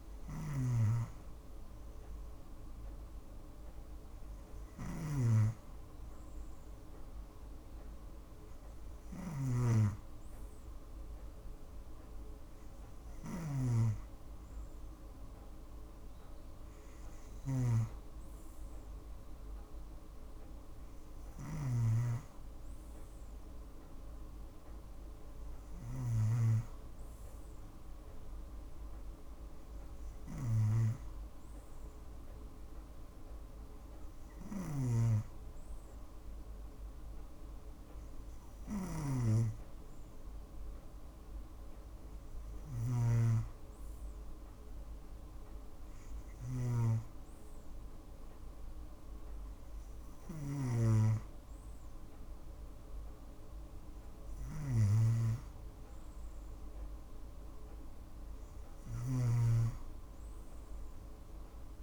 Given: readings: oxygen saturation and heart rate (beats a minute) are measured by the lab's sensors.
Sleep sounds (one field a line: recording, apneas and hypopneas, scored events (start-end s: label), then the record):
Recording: breathing in sleep by a room microphone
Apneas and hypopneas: none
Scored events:
none scored
From the record:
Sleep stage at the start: N2 (light sleep)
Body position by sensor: on the right side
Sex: female